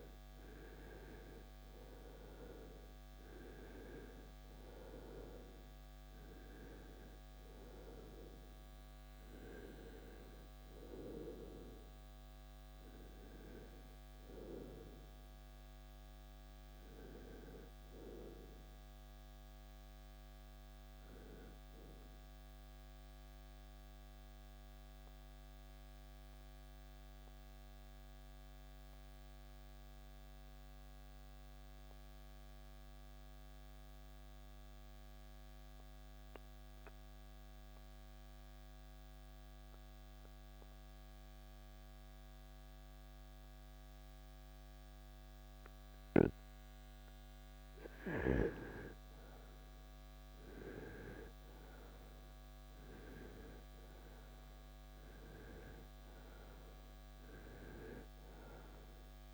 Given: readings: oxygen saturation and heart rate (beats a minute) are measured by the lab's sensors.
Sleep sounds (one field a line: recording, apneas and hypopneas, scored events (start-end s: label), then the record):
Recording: breathing in sleep by a microphone on the trachea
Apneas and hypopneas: 1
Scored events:
0.00-29.50 s: oxygen desaturation (device-marked, oxygen 81% lowest, heart rate 60 extreme)
23.00-48.50 s: mixed apnea (oxygen 93% before, 83% lowest, heart rate 77 before, 59 extreme, up 4 after)
50.00-54.00 s: arousal
54.50-59.34 s: oxygen desaturation (device-marked, oxygen 97% before, 84% lowest, heart rate 65 before, 56 extreme)
From the record:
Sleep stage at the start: REM sleep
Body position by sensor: on the right side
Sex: male